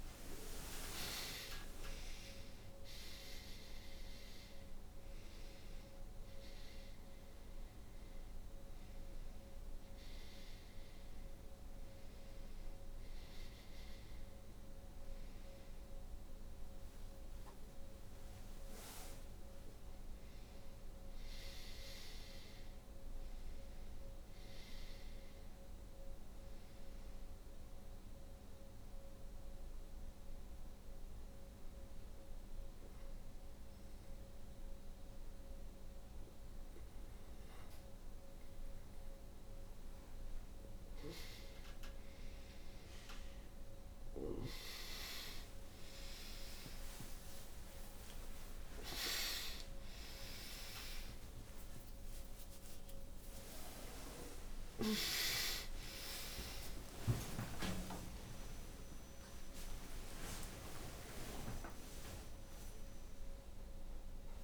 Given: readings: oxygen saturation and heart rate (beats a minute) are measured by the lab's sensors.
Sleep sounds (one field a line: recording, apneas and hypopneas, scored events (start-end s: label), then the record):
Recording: a person awake in a sleep study, by a room microphone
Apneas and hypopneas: 1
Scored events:
1.50-31.50 s: new sleep stage, N1 (lightest sleep)
26.00-39.50 s: obstructive apnea (oxygen 94% before, 90% lowest, heart rate 65 before, 57 extreme, up 52 after)
31.50-64.44 s: new sleep stage, awake
From the record:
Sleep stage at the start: awake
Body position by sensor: on the back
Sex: female